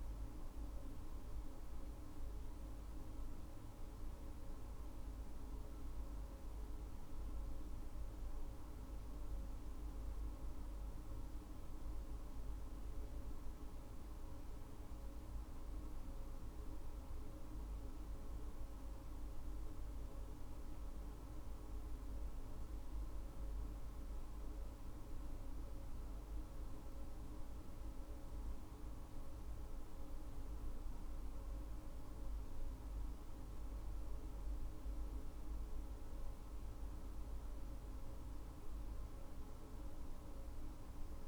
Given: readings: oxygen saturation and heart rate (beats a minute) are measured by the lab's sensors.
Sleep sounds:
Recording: breathing in sleep, hard to hear, by a room microphone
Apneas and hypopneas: none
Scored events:
none scored
From the record:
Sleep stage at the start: N2 (light sleep)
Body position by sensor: on the left side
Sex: female

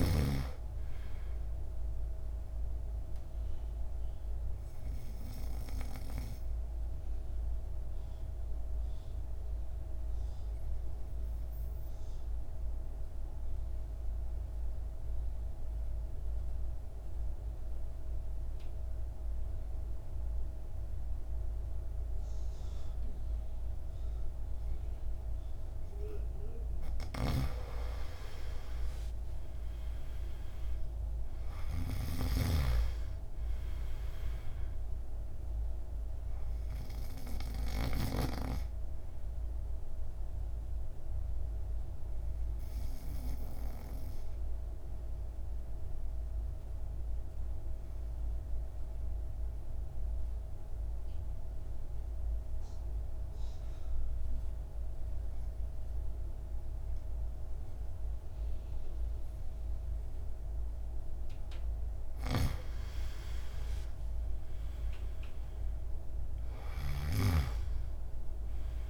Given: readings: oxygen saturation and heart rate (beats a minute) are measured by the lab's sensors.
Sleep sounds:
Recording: breathing in sleep by a room microphone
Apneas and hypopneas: 2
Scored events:
0.00-23.00 s: oxygen desaturation (device-marked, oxygen 85% lowest, heart rate 51 extreme)
3.50-26.50 s: obstructive apnea (oxygen 99% before, 85% lowest, heart rate 61 before, 50 extreme, up 12 after)
28.00-31.00 s: arousal
30.00-59.00 s: oxygen desaturation (device-marked, oxygen 99% before, 86% lowest, heart rate 55 before, 50 extreme)
37.50-61.50 s: obstructive apnea (oxygen 99% before, 86% lowest, heart rate 59 before, 50 extreme, up 15 after)
63.50-67.50 s: arousal
From the record:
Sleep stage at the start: N2 (light sleep)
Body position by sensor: on the back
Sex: male

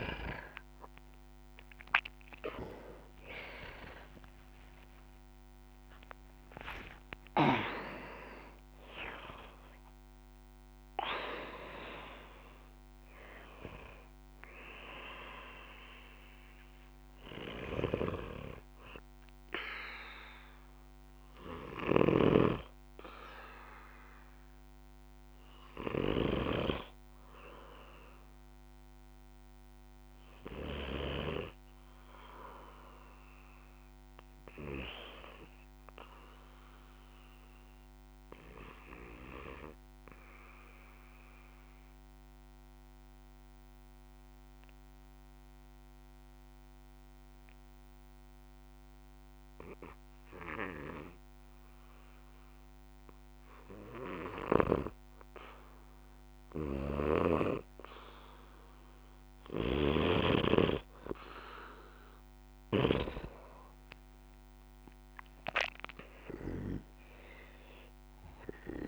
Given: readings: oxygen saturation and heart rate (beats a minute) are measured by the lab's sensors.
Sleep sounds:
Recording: breathing in sleep by a microphone on the trachea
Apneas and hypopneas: 1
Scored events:
2.00-10.00 s: tachycardia (device-marked, heart rate 61 before, 130 extreme)
2.50-7.50 s: arousal
21.50-26.50 s: snoring (device-marked)
35.50-54.00 s: obstructive apnea (oxygen 99% before, 85% lowest, heart rate 67 before, 52 extreme, up 7 after)
51.00-68.88 s: oxygen desaturation (device-marked, oxygen 97% before, 85% lowest, heart rate 55 before, 56 extreme)
59.00-63.00 s: arousal
59.50-63.00 s: snoring (device-marked)
From the record:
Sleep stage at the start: REM sleep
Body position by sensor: on the back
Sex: male

